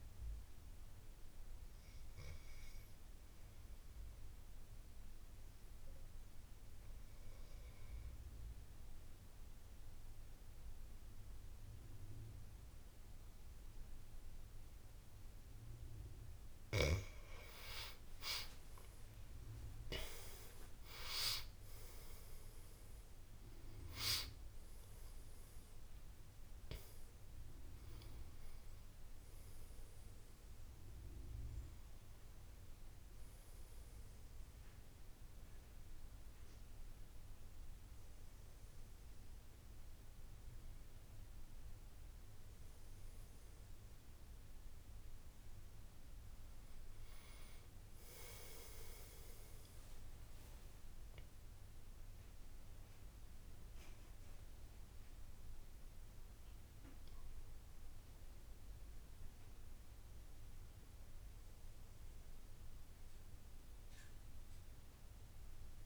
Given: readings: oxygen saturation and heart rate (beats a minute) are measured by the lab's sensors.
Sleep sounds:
a person partly awake in a sleep study, by a room microphone; 1
1.00-15.50 s: obstructive apnea (oxygen 95% before, 86% lowest, heart rate 82 before, 79 extreme, up 13 after)
17.00-47.00 s: new sleep stage, awake
22.00-42.00 s: oxygen desaturation (device-marked, oxygen 93% before, 86% lowest, heart rate 81 before, 79 extreme)
47.00-65.86 s: new sleep stage, N1 (lightest sleep)
From the record:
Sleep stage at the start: N2 (light sleep); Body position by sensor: on the back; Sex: male

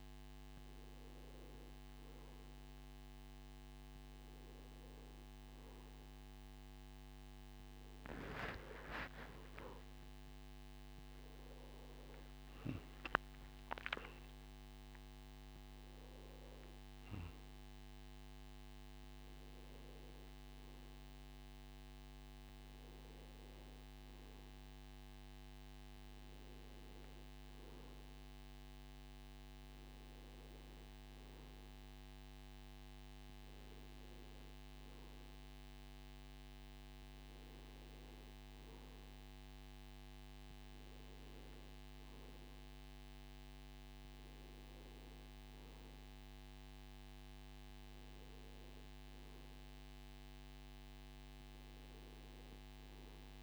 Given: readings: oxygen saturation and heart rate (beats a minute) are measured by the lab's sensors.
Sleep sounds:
breathing in sleep, hard to hear, by a microphone on the trachea; none
8.00-12.50 s: arousal
From the record:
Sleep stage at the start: N2 (light sleep); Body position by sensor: on the back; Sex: male

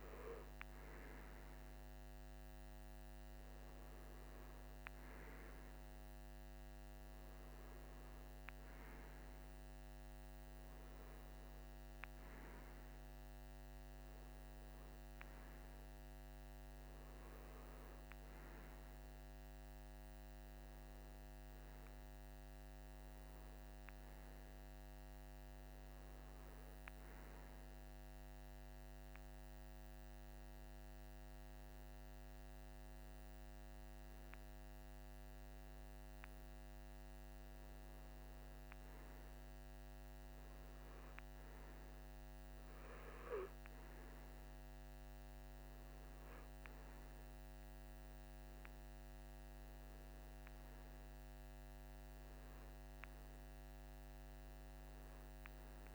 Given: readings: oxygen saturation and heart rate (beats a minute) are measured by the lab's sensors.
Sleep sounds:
breathing in sleep, hard to hear, by a microphone on the trachea; none
none scored
From the record:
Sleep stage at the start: REM sleep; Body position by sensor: on the right side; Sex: male

